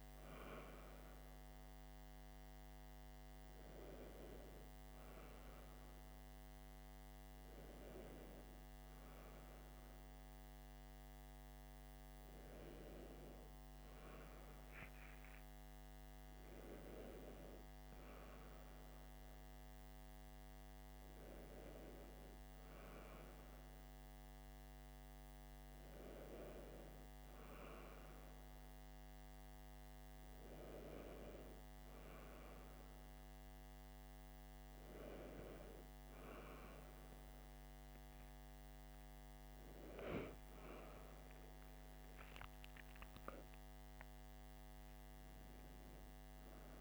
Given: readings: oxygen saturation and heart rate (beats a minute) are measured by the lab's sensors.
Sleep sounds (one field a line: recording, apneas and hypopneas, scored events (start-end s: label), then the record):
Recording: a person awake in a sleep study, by a microphone on the trachea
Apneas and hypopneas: none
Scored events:
none scored
From the record:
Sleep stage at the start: awake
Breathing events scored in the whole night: 252 in 4.3 hours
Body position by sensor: on the back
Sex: male